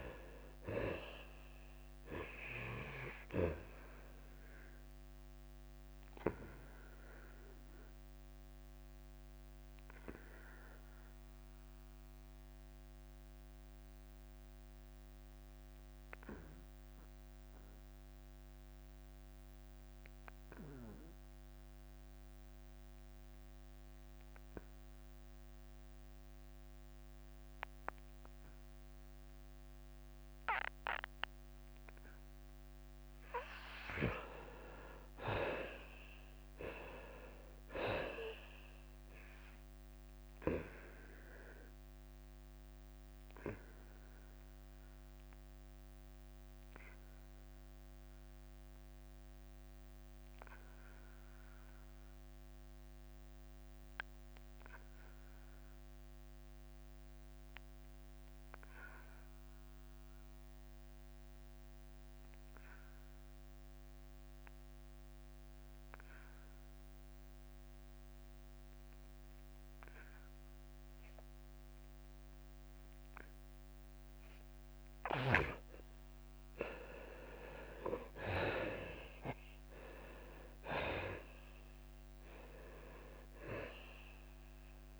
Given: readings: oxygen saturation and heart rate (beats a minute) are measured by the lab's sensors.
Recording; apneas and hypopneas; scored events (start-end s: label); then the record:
breathing in sleep by a microphone on the trachea; 2
0.00-1.00 s: arousal
0.00-10.50 s: drop in pulse transit time (device-marked, heart rate 89 extreme)
0.00-24.50 s: oxygen desaturation (device-marked, oxygen 77% lowest, heart rate 87 extreme)
7.50-33.50 s: obstructive apnea (oxygen 97% before, 77% lowest, heart rate 90 before, 87 extreme, up 7 after)
34.50-48.50 s: drop in pulse transit time (device-marked, heart rate 90 before, 87 extreme)
36.00-39.50 s: arousal
43.50-61.50 s: oxygen desaturation (device-marked, oxygen 95% before, 77% lowest, heart rate 90 before, 86 extreme)
44.00-76.50 s: obstructive apnea (oxygen 97% before, 77% lowest, heart rate 90 before, 86 extreme, up 6 after)
75.50-85.00 s: oxygen desaturation (device-marked, oxygen 95% before, 89% lowest, heart rate 88 before, 86 extreme)
76.50-85.00 s: drop in pulse transit time (device-marked, heart rate 88 before, 86 extreme)
79.00-83.50 s: arousal
From the record:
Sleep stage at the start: N2 (light sleep); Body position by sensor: on the back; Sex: male